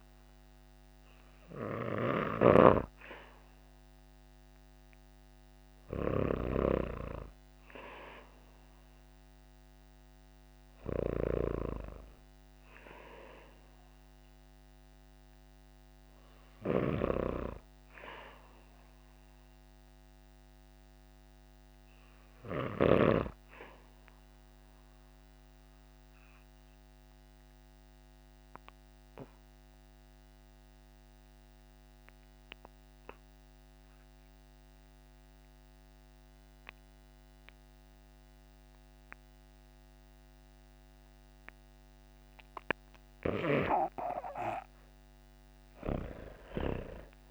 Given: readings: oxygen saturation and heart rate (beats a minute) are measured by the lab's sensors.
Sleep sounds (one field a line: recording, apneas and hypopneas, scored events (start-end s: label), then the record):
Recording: breathing in sleep by a microphone on the trachea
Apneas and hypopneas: 1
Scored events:
0.00-6.00 s: snoring (device-marked)
16.00-22.50 s: snoring (device-marked)
23.50-41.00 s: obstructive apnea (oxygen 97% before, 87% lowest, heart rate 62 before, 54 extreme, up 13 after)
40.50-47.31 s: oxygen desaturation (device-marked, oxygen 97% before, 87% lowest, heart rate 59 before, 54 extreme)
44.50-47.31 s: arousal
From the record:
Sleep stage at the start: REM sleep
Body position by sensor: on the back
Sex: female